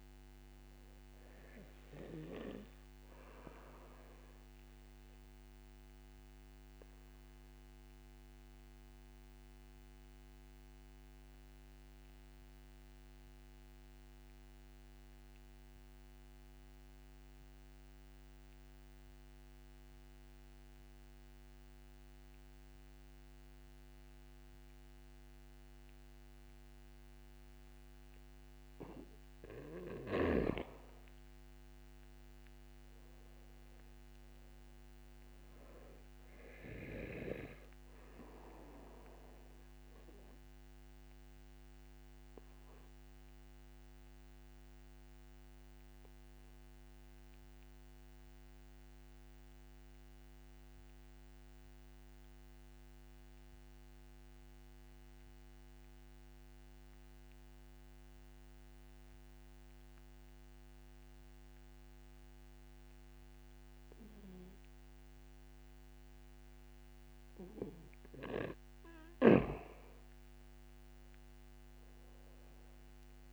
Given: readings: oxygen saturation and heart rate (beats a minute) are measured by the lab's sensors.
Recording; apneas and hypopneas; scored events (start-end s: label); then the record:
breathing in sleep by a microphone on the trachea; 2
0.00-19.00 s: oxygen desaturation (device-marked, oxygen 87% lowest, heart rate 61 extreme)
6.00-27.00 s: obstructive apnea (oxygen 97% before, 86% lowest, heart rate 65 before, 61 extreme, up 5 after)
27.50-30.50 s: arousal
31.00-53.00 s: oxygen desaturation (device-marked, oxygen 96% before, 87% lowest, heart rate 68 before, 59 extreme)
41.00-66.50 s: obstructive apnea (oxygen 97% before, 86% lowest, heart rate 66 before, 59 extreme, up 7 after)
68.00-73.33 s: oxygen desaturation (device-marked, oxygen 96% before, 86% lowest, heart rate 65 before, 37 extreme)
70.50-73.33 s: arousal
From the record:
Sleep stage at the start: N2 (light sleep); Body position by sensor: on the back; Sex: male